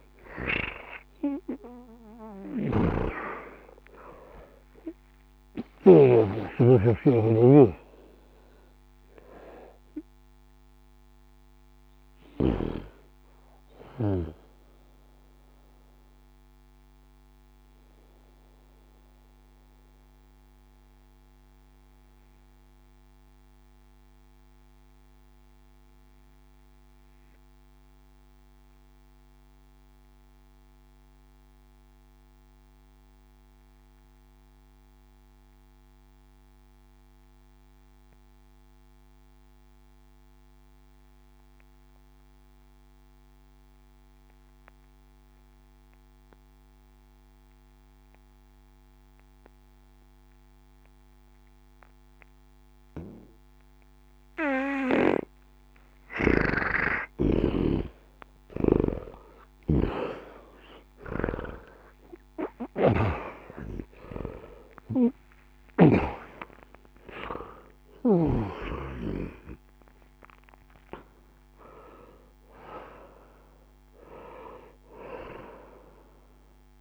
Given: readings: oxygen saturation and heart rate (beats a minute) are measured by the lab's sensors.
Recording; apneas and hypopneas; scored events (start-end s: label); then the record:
a person partly awake in a sleep study, by a microphone on the trachea; 1
0.00-5.00 s: bradycardia (device-marked)
0.00-31.00 s: oxygen desaturation (device-marked, oxygen 74% lowest)
14.50-55.50 s: mixed apnea (oxygen 91% before, 74% lowest, heart rate 84 before, 60 extreme)
15.00-76.81 s: new sleep stage, N2 (light sleep)
51.00-76.81 s: oxygen desaturation (device-marked, oxygen 98% before, 75% lowest, heart rate 60 before, 60 extreme)
58.00-63.50 s: arousal
From the record:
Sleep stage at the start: awake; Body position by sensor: on the back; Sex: male